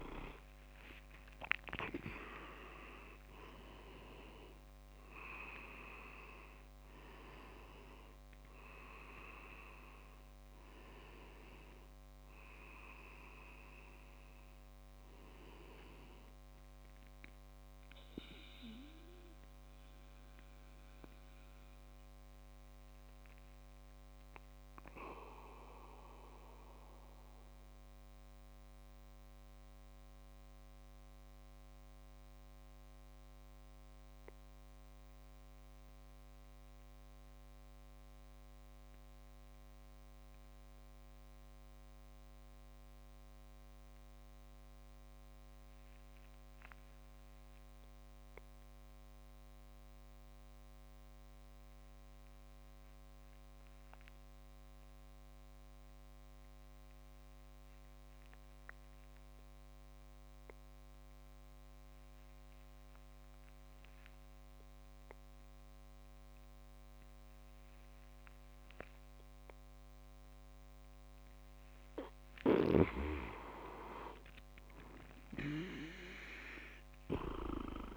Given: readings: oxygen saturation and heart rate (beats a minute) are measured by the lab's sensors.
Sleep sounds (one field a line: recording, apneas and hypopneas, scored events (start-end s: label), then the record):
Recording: breathing in sleep by a microphone on the trachea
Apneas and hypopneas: 1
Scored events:
0.00-3.00 s: leg movement (device-marked)
1.00-14.00 s: oxygen desaturation (device-marked, oxygen 99% before, 96% lowest, heart rate 59 before, 55 extreme)
5.50-8.00 s: leg movement (device-marked)
17.50-69.00 s: obstructive apnea (oxygen 99% before, 92% lowest, heart rate 74 before, 55 extreme, up 19 after)
56.00-77.97 s: oxygen desaturation (device-marked, oxygen 99% before, 92% lowest, heart rate 58 before, 57 extreme)
71.00-75.50 s: arousal
From the record:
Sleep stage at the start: REM sleep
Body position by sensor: on the back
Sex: male